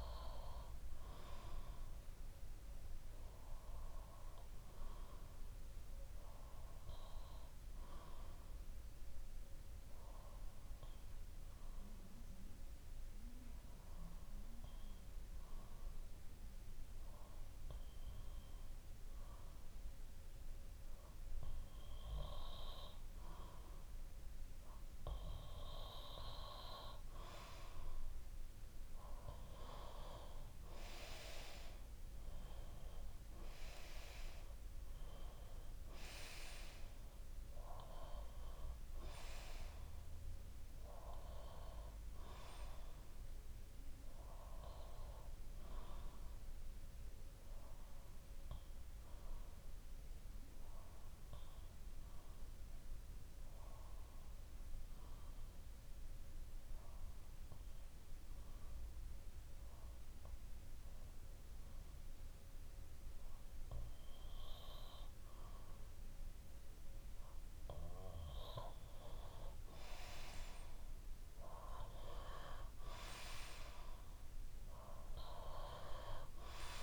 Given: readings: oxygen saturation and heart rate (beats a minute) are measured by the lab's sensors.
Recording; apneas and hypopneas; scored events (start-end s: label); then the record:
breathing in sleep by a room microphone; 2
0.50-22.50 s: bradycardia (device-marked, heart rate 61 before, 58 extreme)
4.00-23.50 s: obstructive apnea (oxygen 93% before, 92% lowest, heart rate 62 before, 58 extreme, up 4 after)
29.50-33.50 s: arousal
41.50-61.50 s: bradycardia (device-marked, heart rate 61 before, 58 extreme)
46.50-65.50 s: obstructive apnea (oxygen 94% before, 92% lowest, heart rate 63 before, 57 extreme, up 4 after)
70.00-74.00 s: arousal
From the record:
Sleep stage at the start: N2 (light sleep); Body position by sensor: on the back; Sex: male